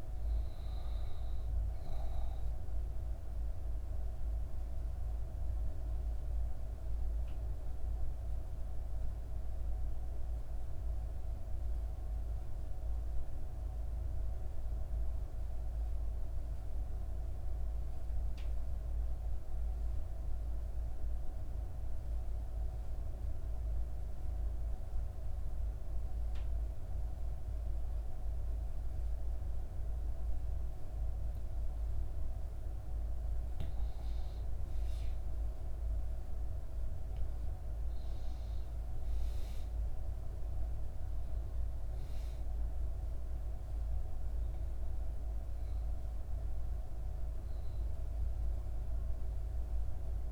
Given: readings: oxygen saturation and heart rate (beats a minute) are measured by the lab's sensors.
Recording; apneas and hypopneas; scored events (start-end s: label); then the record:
breathing in sleep, hard to hear, by a room microphone; 1
3.50-33.00 s: mixed apnea (oxygen 98% before, 88% lowest, heart rate 63 before, 57 extreme, up 5 after)
23.00-50.32 s: oxygen desaturation (device-marked, oxygen 98% before, 88% lowest, heart rate 60 before, 57 extreme)
35.00-39.00 s: arousal
From the record:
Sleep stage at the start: N2 (light sleep); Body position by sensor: on the back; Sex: female